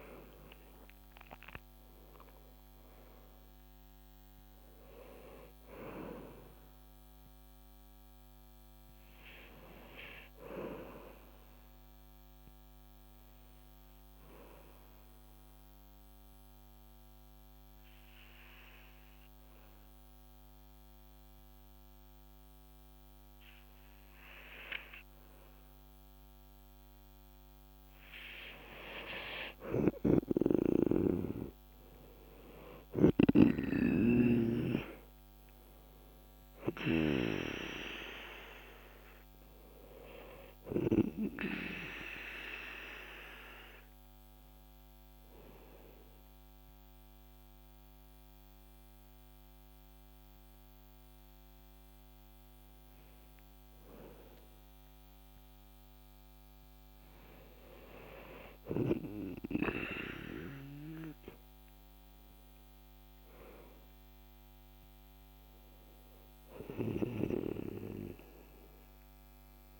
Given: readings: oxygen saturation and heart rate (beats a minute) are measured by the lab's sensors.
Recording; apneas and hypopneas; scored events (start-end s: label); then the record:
breathing in sleep by a microphone on the trachea; 2
14.00-26.50 s: mixed apnea (oxygen 96% before, 90% lowest, heart rate 57 before, 47 extreme, up 10 after)
25.00-35.00 s: oxygen desaturation (device-marked, oxygen 96% before, 90% lowest, heart rate 49 before, 47 extreme)
30.00-37.00 s: snoring (device-marked)
30.50-35.50 s: arousal
41.00-55.50 s: hypopnea (oxygen 97% before, 92% lowest, heart rate 53 before, 48 extreme, up 12 after)
60.00-63.50 s: arousal
From the record:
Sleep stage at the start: N2 (light sleep); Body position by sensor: on the back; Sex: male